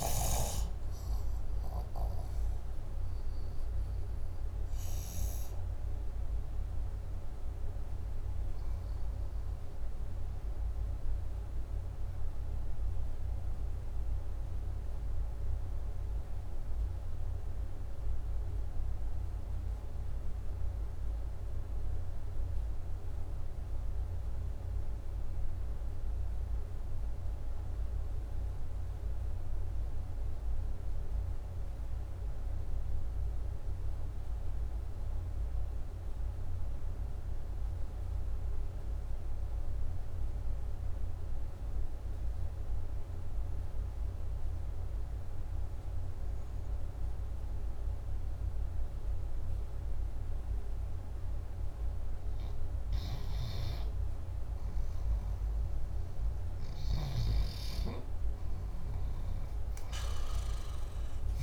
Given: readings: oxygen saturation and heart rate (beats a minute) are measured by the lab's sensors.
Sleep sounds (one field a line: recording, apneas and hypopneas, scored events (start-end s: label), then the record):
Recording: breathing in sleep, hard to hear, by a room microphone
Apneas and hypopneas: 1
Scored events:
9.00-50.50 s: mixed apnea (oxygen 97% before, 92% lowest, heart rate 77 before, 54 extreme, up 8 after)
14.50-23.50 s: oxygen desaturation (device-marked, oxygen 95% before, 92% lowest, heart rate 62 before, 54 extreme)
39.50-61.43 s: oxygen desaturation (device-marked, oxygen 98% before, 93% lowest, heart rate 60 before, 54 extreme)
56.50-60.50 s: arousal
From the record:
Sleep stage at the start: N2 (light sleep)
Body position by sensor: upright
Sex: male